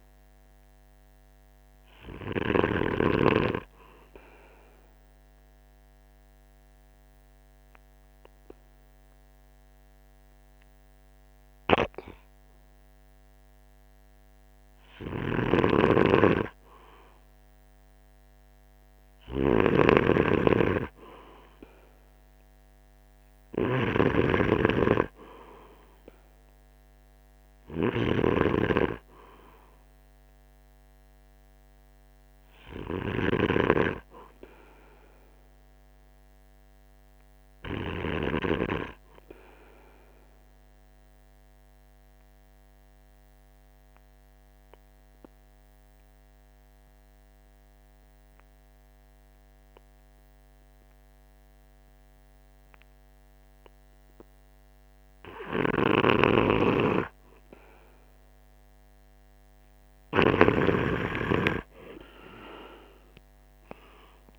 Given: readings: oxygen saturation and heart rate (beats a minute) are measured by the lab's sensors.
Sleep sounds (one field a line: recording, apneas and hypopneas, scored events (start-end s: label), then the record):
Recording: breathing in sleep by a microphone on the trachea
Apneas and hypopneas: 2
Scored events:
0.00-3.00 s: snoring (device-marked)
5.00-15.00 s: obstructive apnea (oxygen 96% before, 93% lowest, heart rate 48 before, 46 extreme, up 0 after)
11.50-38.50 s: snoring (device-marked)
17.50-21.50 s: arousal
40.50-56.00 s: obstructive apnea (oxygen 95% before, 92% lowest, heart rate 48 before, 44 extreme, up 1 after)
56.00-61.00 s: snoring (device-marked)
From the record:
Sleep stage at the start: N2 (light sleep)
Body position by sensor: on the right side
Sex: male